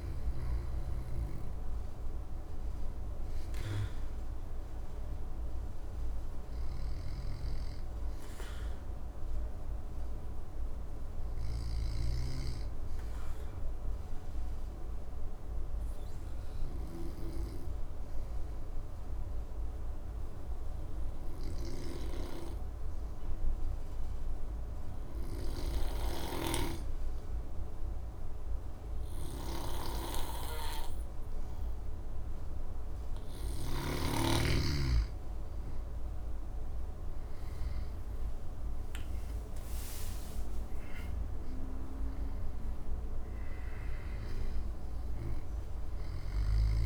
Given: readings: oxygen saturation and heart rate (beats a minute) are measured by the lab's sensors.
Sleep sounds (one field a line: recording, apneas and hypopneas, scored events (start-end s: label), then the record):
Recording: breathing in sleep by a room microphone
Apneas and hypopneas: 1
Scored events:
0.00-9.50 s: oxygen desaturation (device-marked, oxygen 91% lowest, heart rate 62 extreme)
10.00-33.50 s: obstructive apnea (oxygen 96% before, 93% lowest, heart rate 73 before, 62 extreme, up 12 after)
31.50-46.86 s: oxygen desaturation (device-marked, oxygen 99% before, 93% lowest, heart rate 63 before, 62 extreme)
35.50-41.00 s: arousal
From the record:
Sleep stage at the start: N2 (light sleep)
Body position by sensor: on the back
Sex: male